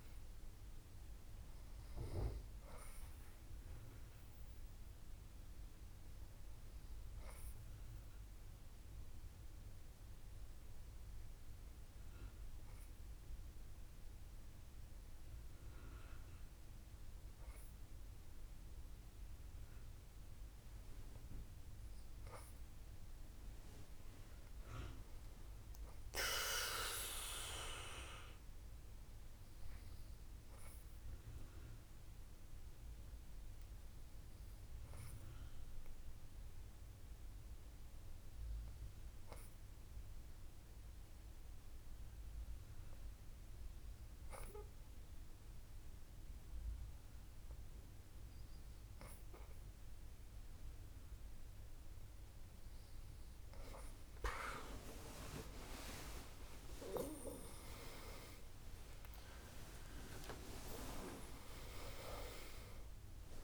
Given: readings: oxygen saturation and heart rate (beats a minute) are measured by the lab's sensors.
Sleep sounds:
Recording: breathing in sleep by a room microphone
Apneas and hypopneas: 2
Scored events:
7.00-20.50 s: obstructive apnea (oxygen 98% before, 96% lowest, heart rate 87 before, 61 extreme, up 8 after)
24.50-27.50 s: arousal
32.50-51.00 s: obstructive apnea (oxygen 98% before, 96% lowest, heart rate 66 before, 61 extreme, up 41 after)
55.50-62.00 s: arousal
From the record:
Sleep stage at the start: N2 (light sleep)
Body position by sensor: on the back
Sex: female

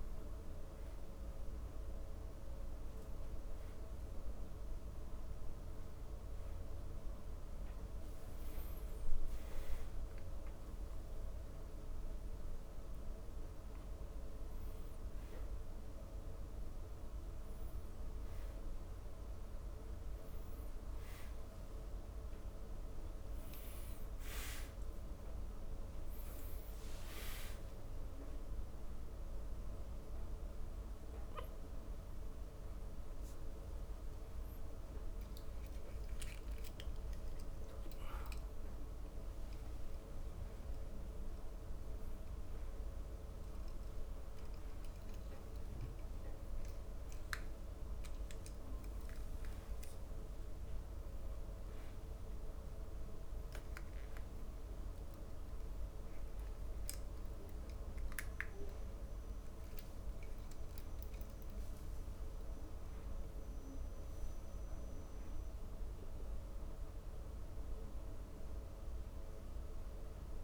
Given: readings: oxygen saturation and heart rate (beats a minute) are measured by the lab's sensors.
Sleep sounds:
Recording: a person awake in a sleep study, hard to hear, by a room microphone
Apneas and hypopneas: none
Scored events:
2.00-70.44 s: new sleep stage, awake
From the record:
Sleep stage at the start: N1 (lightest sleep)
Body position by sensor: on the back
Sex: male

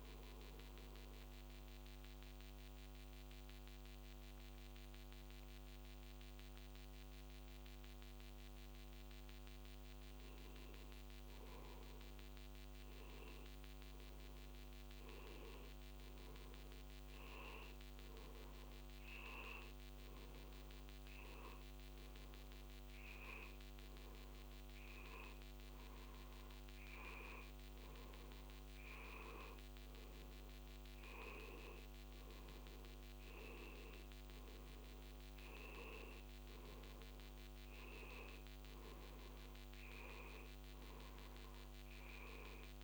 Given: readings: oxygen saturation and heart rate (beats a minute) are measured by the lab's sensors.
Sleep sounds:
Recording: breathing in sleep by a microphone on the trachea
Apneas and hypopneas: none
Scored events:
none scored
From the record:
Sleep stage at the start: N1 (lightest sleep)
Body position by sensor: on the back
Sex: male

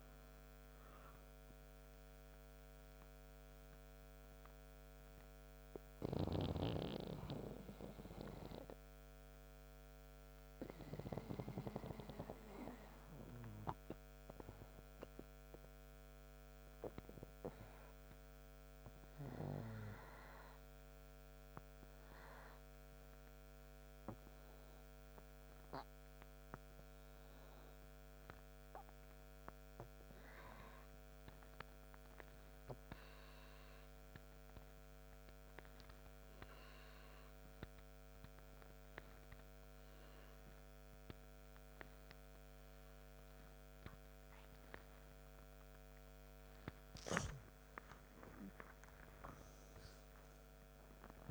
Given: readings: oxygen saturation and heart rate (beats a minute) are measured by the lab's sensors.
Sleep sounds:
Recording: breathing in sleep by a microphone on the trachea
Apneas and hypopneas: 1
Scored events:
4.50-45.50 s: mixed apnea (oxygen 98% before, 87% lowest, heart rate 69 before, 56 extreme, up 8 after)
18.50-29.50 s: oxygen desaturation (device-marked, oxygen 95% before, 89% lowest, heart rate 85 before, 56 extreme)
48.50-51.31 s: arousal
From the record:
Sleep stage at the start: N2 (light sleep)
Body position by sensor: on the right side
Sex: male

